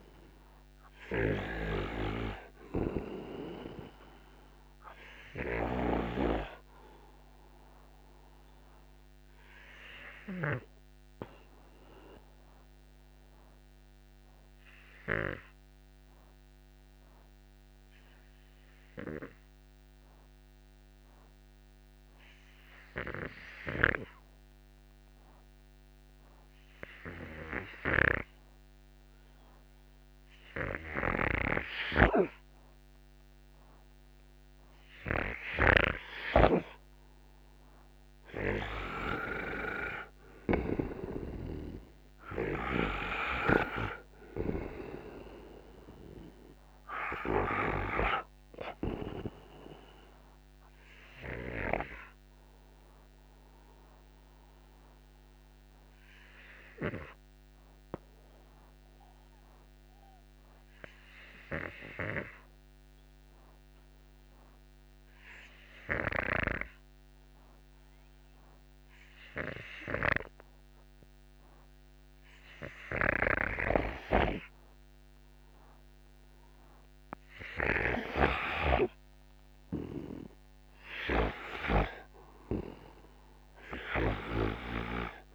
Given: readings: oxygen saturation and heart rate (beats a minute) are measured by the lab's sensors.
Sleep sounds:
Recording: breathing in sleep by a microphone on the trachea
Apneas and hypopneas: 2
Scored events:
0.00-6.00 s: snoring (device-marked)
0.00-26.50 s: oxygen desaturation (device-marked, oxygen 85% lowest, heart rate 57 extreme)
7.50-38.50 s: obstructive apnea (oxygen 97% before, 85% lowest, heart rate 69 before, 57 extreme, up 21 after)
35.50-72.50 s: oxygen desaturation (device-marked, oxygen 97% before, 85% lowest, heart rate 63 before, 58 extreme)
40.50-44.00 s: arousal
52.50-78.50 s: obstructive apnea (oxygen 97% before, 85% lowest, heart rate 67 before, 58 extreme, up 15 after)
81.50-85.35 s: arousal
From the record:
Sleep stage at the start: N2 (light sleep)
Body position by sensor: on the right side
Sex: male

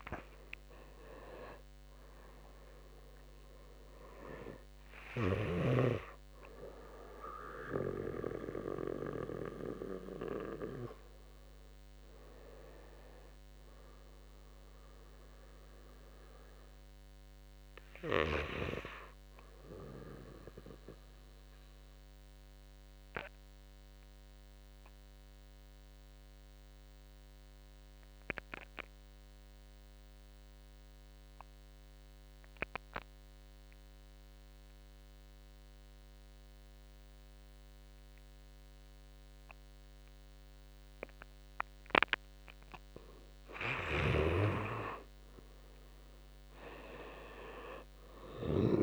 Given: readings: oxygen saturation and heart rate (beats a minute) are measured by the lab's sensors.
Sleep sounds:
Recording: breathing in sleep by a microphone on the trachea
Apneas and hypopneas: 1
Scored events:
0.00-1.00 s: arousal
0.00-9.50 s: drop in pulse transit time (device-marked, heart rate 53 extreme)
0.00-17.50 s: oxygen desaturation (device-marked, oxygen 82% lowest, heart rate 48 extreme)
20.00-41.00 s: obstructive apnea (oxygen 91% before, 83% lowest, heart rate 61 before, 50 extreme, up 11 after)
35.50-48.83 s: oxygen desaturation (device-marked, oxygen 98% before, 84% lowest, heart rate 54 before, 51 extreme)
43.50-48.50 s: snoring (device-marked)
44.00-47.00 s: arousal
From the record:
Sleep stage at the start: N2 (light sleep)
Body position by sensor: on the back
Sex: male

